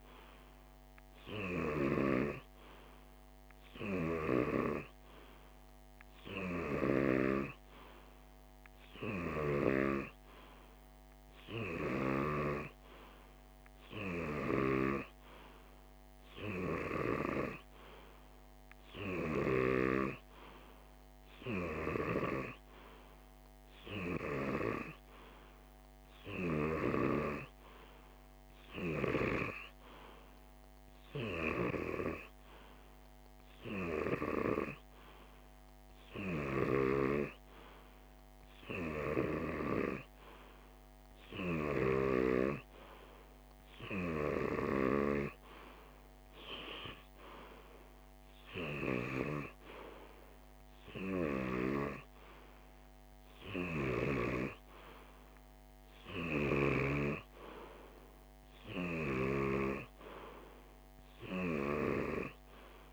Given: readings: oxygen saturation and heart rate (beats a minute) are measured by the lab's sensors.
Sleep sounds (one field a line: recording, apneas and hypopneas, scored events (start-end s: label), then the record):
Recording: breathing in sleep by a microphone on the trachea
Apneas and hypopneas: none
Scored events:
none scored
From the record:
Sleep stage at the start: N2 (light sleep)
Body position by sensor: on the left side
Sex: male